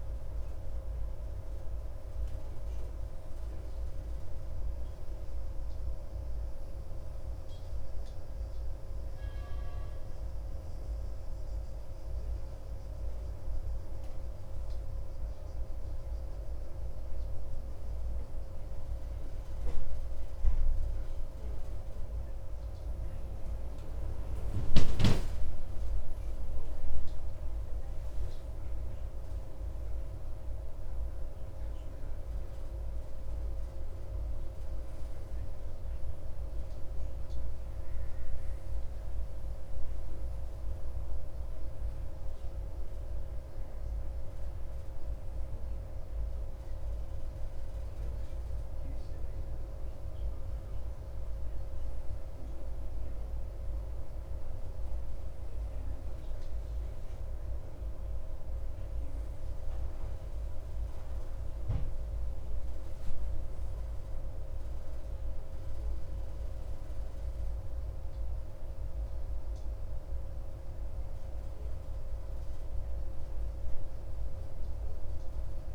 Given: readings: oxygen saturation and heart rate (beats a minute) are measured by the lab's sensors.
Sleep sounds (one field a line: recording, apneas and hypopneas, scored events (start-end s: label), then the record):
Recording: breathing in sleep, hard to hear, by a room microphone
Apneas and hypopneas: none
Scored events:
none scored
From the record:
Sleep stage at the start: N1 (lightest sleep)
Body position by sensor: on the back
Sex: male